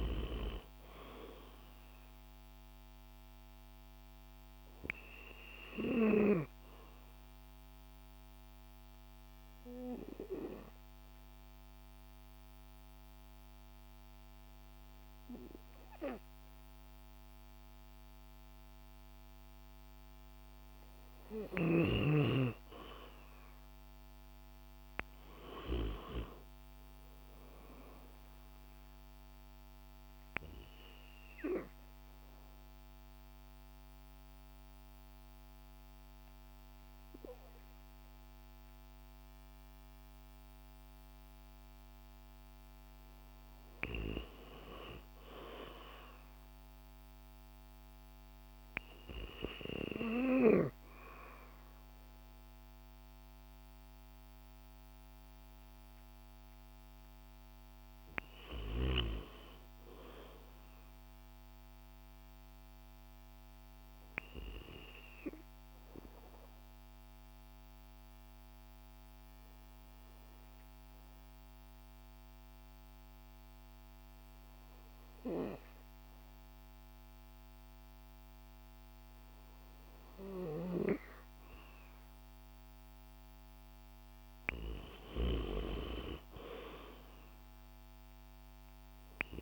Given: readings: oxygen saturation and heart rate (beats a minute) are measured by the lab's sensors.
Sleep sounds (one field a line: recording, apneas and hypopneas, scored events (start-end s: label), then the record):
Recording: breathing in sleep by a microphone on the trachea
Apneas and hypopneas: 3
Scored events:
7.00-19.00 s: obstructive apnea (oxygen 96% before, 92% lowest, heart rate 123 before, 36 extreme)
23.50-27.50 s: arousal
26.50-45.50 s: oxygen desaturation (device-marked, oxygen 97% before, 92% lowest, heart rate 154 before, 36 extreme)
31.00-42.00 s: mixed apnea (oxygen 97% before, 92% lowest, heart rate 163 before, 36 extreme)
45.50-50.00 s: arousal
51.50-61.50 s: oxygen desaturation (device-marked, oxygen 97% before, 94% lowest, heart rate 94 before, 54 extreme)
64.50-79.00 s: hypopnea (oxygen 97% before, 93% lowest, heart rate 110 before, 54 extreme, up 21 after)
82.00-85.00 s: arousal
83.50-89.42 s: oxygen desaturation (device-marked, oxygen 96% before, 93% lowest, heart rate 91 before, 55 extreme)
From the record:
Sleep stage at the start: N2 (light sleep)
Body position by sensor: on the back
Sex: female